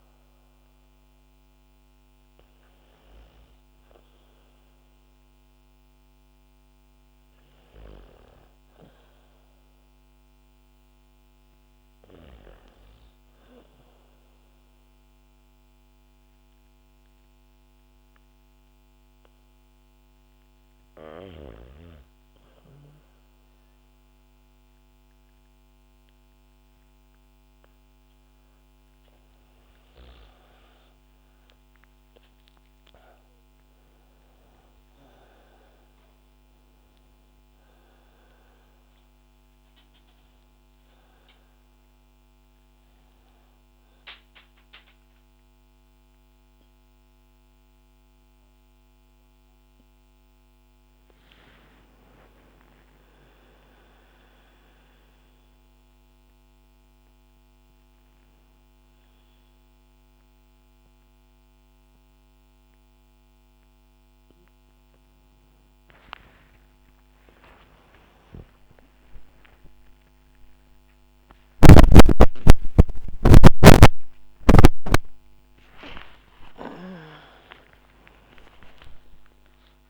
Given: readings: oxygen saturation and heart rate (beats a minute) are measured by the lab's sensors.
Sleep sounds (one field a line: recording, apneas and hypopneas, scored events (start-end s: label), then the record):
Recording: a person partly awake in a sleep study, by a microphone on the trachea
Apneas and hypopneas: 1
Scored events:
0.00-9.00 s: oxygen desaturation (device-marked, oxygen 93% lowest, heart rate 63 extreme)
13.50-26.00 s: hypopnea (oxygen 99% before, 94% lowest, heart rate 71 before, 66 extreme, up 8 after)
32.00-51.00 s: oxygen desaturation (device-marked, oxygen 99% before, 94% lowest, heart rate 67 before, 66 extreme)
57.00-79.90 s: new sleep stage, awake
From the record:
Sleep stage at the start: N2 (light sleep)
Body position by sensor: on the back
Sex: female